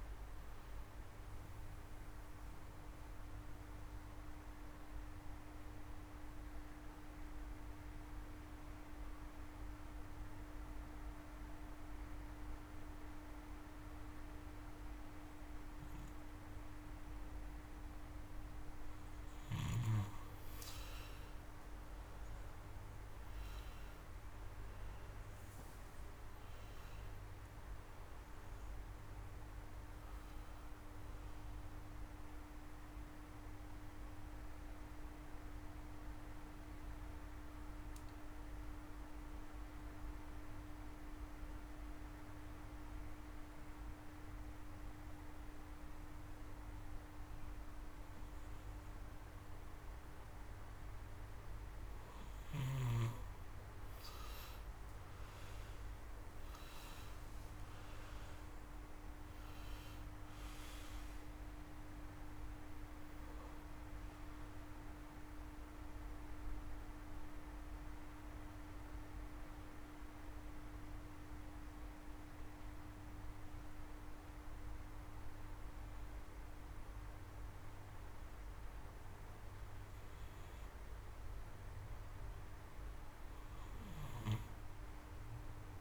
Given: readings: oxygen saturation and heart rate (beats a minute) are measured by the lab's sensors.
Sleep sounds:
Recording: breathing in sleep, hard to hear, by a room microphone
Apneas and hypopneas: 3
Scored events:
2.50-17.00 s: obstructive apnea (oxygen 96% before, 89% lowest)
19.00-23.00 s: arousal
21.00-48.00 s: oxygen desaturation (device-marked, oxygen 97% before, 89% lowest)
34.00-48.50 s: obstructive apnea (oxygen 97% before, 89% lowest)
56.50-61.00 s: arousal
59.00-79.00 s: oxygen desaturation (device-marked, oxygen 96% before, 89% lowest)
67.50-80.50 s: obstructive apnea (oxygen 96% before, 86% lowest)
78.00-85.81 s: new sleep stage, awake
From the record:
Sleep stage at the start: N2 (light sleep)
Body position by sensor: on the back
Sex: male

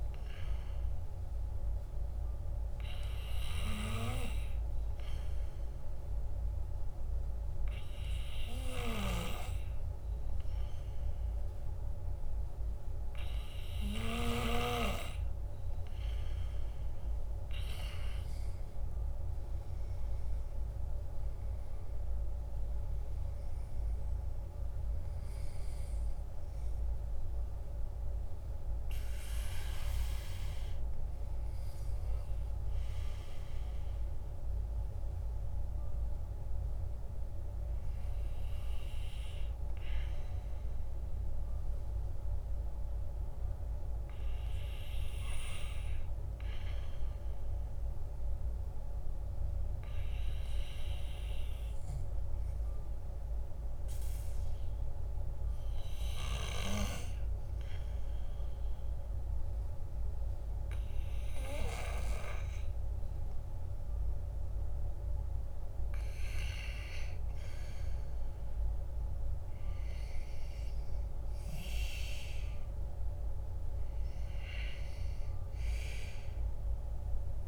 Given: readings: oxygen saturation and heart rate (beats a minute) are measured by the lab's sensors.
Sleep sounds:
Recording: breathing in sleep by a room microphone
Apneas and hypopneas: none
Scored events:
61.50-77.47 s: new sleep stage, REM sleep
From the record:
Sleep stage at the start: N2 (light sleep)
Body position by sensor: on the back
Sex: male

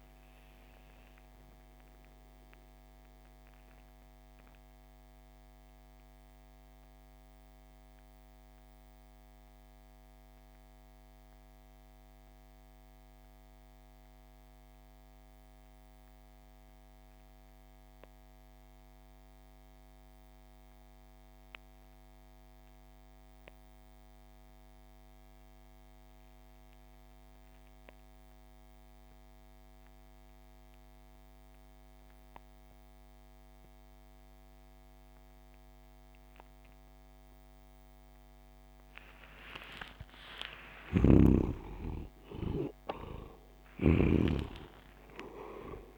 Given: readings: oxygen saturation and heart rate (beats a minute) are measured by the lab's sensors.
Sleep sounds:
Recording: breathing in sleep by a microphone on the trachea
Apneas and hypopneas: 1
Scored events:
0.00-15.00 s: oxygen desaturation (device-marked, oxygen 75% lowest)
2.00-39.50 s: mixed apnea (oxygen 98% before, 71% lowest)
30.00-45.98 s: oxygen desaturation (device-marked, oxygen 97% before, 71% lowest)
40.00-44.00 s: arousal
43.00-45.98 s: snoring (device-marked)
From the record:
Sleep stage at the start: REM sleep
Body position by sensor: on the back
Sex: male

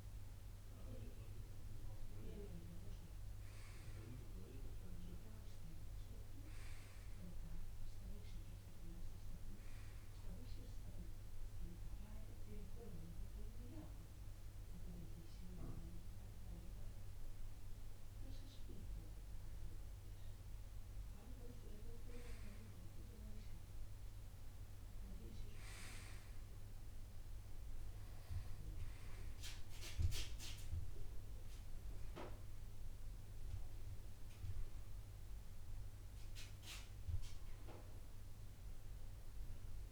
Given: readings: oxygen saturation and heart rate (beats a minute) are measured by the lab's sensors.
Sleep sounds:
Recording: breathing in sleep by a room microphone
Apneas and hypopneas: 1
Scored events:
2.50-6.00 s: arousal
12.00-22.50 s: obstructive apnea (oxygen 96% before, 89% lowest)
12.00-23.00 s: oxygen desaturation (device-marked, oxygen 93% before, 90% lowest)
29.00-39.92 s: oxygen desaturation (device-marked, oxygen 93% before, 89% lowest)
32.50-36.50 s: arousal
From the record:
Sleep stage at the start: N2 (light sleep)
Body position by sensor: on the right side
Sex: male

